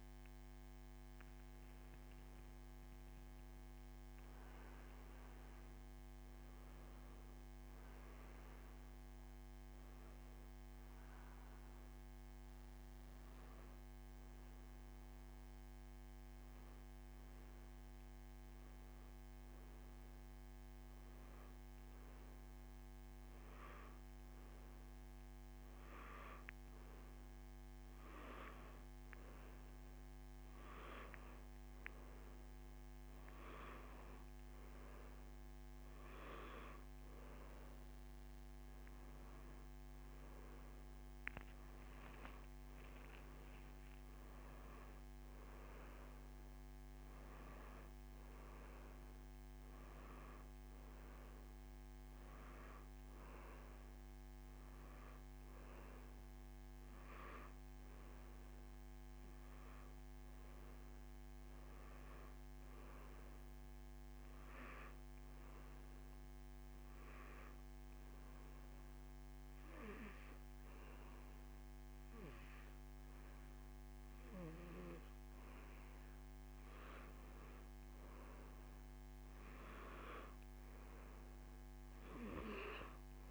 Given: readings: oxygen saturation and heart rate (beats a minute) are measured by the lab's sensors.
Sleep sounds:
breathing in sleep by a microphone on the trachea; 2
14.00-24.00 s: oxygen desaturation (device-marked, oxygen 100% before, 94% lowest, heart rate 90 before, 85 extreme)
15.00-28.00 s: hypopnea (oxygen 100% before, 92% lowest, heart rate 89 before, 85 extreme, up 5 after)
30.00-33.50 s: arousal
36.00-50.00 s: oxygen desaturation (device-marked, oxygen 98% before, 93% lowest, heart rate 89 before, 86 extreme)
59.00-63.00 s: arousal
67.00-78.50 s: obstructive apnea (oxygen 96% before, 91% lowest, heart rate 89 before, 84 extreme, up 1 after)
80.00-83.31 s: arousal
80.00-83.31 s: oxygen desaturation (device-marked, oxygen 95% before, 91% lowest, heart rate 87 before, 85 extreme)
From the record:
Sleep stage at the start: N2 (light sleep); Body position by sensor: on the back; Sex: male

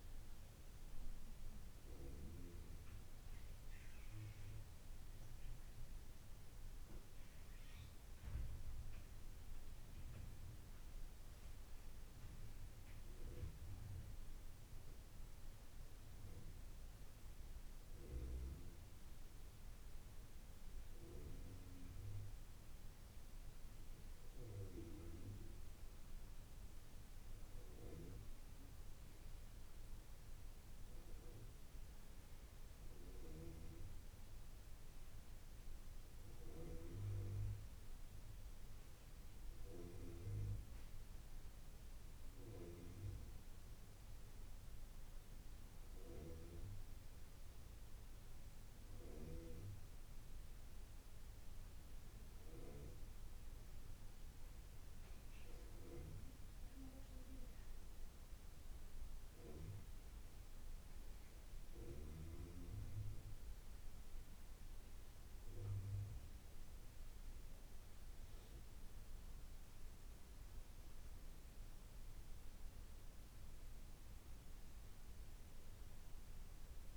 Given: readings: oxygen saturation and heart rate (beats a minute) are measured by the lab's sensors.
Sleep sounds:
breathing in sleep by a room microphone; none
none scored
From the record:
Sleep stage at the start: N2 (light sleep); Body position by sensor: on the back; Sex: male

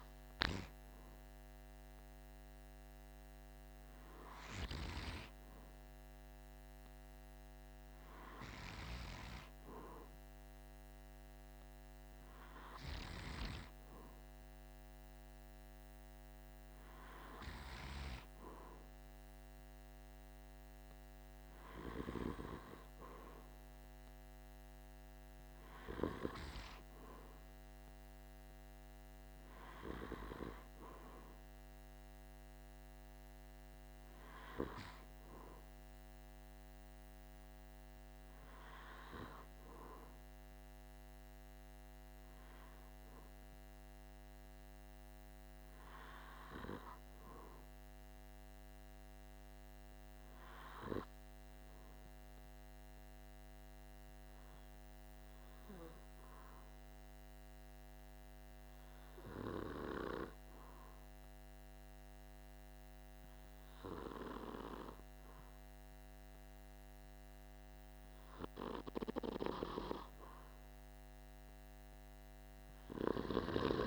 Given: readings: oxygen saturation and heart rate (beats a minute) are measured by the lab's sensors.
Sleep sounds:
breathing in sleep by a microphone on the trachea; 1
56.00-69.50 s: obstructive apnea (oxygen 96% before, 94% lowest, heart rate 49 before, 46 extreme, up 2 after)
From the record:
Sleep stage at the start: N2 (light sleep); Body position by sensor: on the back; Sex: male

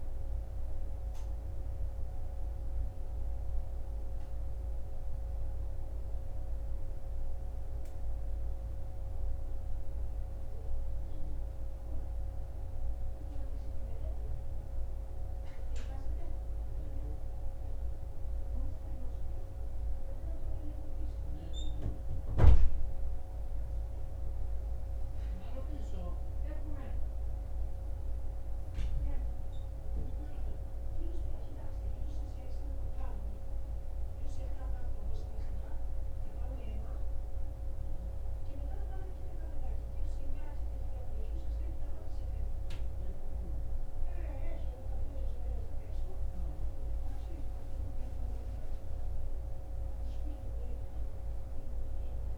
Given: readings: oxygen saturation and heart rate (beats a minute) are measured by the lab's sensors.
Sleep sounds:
a person awake in a sleep study, hard to hear, by a room microphone; none
none scored
From the record:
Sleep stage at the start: awake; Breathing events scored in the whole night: 488 in 6.6 hours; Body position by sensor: on the back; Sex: male

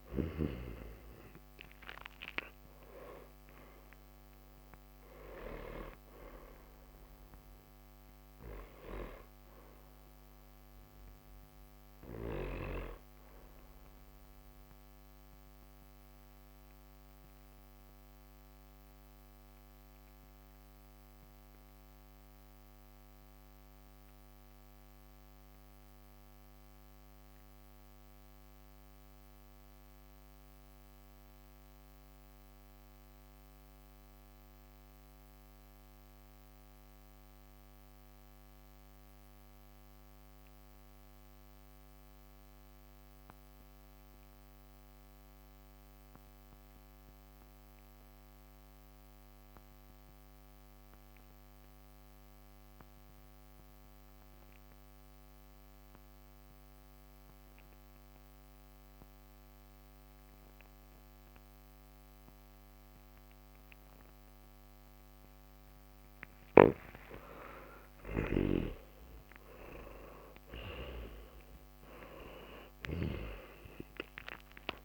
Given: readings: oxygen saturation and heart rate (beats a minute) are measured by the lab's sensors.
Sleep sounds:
breathing in sleep by a microphone on the trachea; 1
0.00-23.00 s: oxygen desaturation (device-marked, oxygen 87% lowest, heart rate 44 extreme)
14.50-65.00 s: mixed apnea (oxygen 95% before, 85% lowest, heart rate 69 before, 44 extreme, up 24 after)
57.00-74.85 s: oxygen desaturation (device-marked, oxygen 97% before, 85% lowest, heart rate 51 before, 48 extreme)
66.00-70.50 s: arousal
From the record:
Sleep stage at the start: N2 (light sleep); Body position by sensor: on the back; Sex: male

